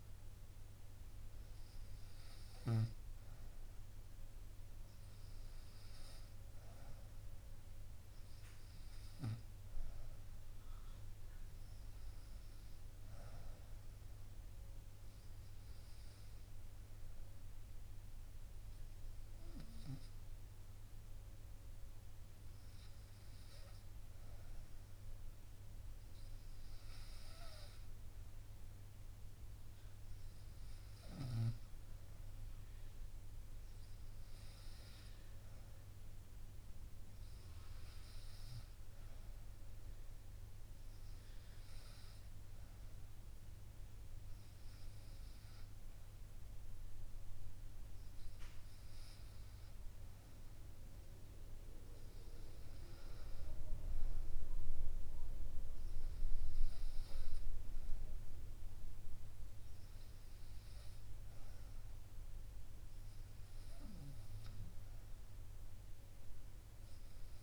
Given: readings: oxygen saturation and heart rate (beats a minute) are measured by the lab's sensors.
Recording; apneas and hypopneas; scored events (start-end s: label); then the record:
breathing in sleep, hard to hear, by a room microphone; none
11.00-67.43 s: new sleep stage, N2 (light sleep)
From the record:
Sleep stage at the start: REM sleep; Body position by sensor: on the right side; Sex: female